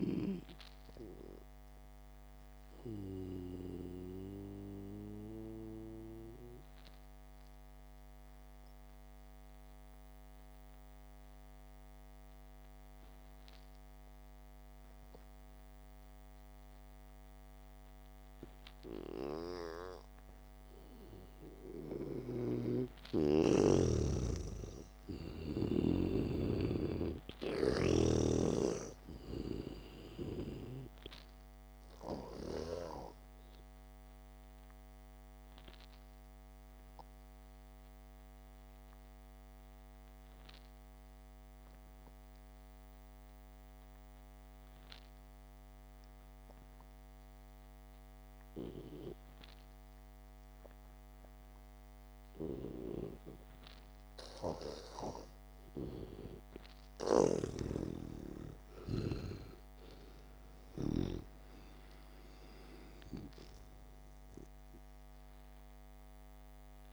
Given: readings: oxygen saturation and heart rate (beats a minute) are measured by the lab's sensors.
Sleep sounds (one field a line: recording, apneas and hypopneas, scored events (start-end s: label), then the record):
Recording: breathing in sleep by a microphone on the trachea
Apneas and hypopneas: 2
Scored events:
0.00-6.50 s: oxygen desaturation (device-marked, oxygen 92% lowest, heart rate 57 extreme)
5.00-20.50 s: obstructive apnea (oxygen 98% before, 89% lowest, heart rate 55 before, 54 extreme, up 2 after)
11.50-20.50 s: oxygen desaturation (device-marked, oxygen 93% before, 89% lowest, heart rate 59 before, 54 extreme)
23.00-27.00 s: snoring (device-marked)
23.50-27.00 s: arousal
35.00-52.00 s: obstructive apnea (oxygen 99% before, 89% lowest, heart rate 63 before, 52 extreme, up 0 after)
44.50-51.50 s: oxygen desaturation (device-marked, oxygen 94% before, 89% lowest, heart rate 59 before, 52 extreme)
57.50-62.00 s: snoring (device-marked)
59.00-63.00 s: arousal
From the record:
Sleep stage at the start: N2 (light sleep)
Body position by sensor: on the back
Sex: male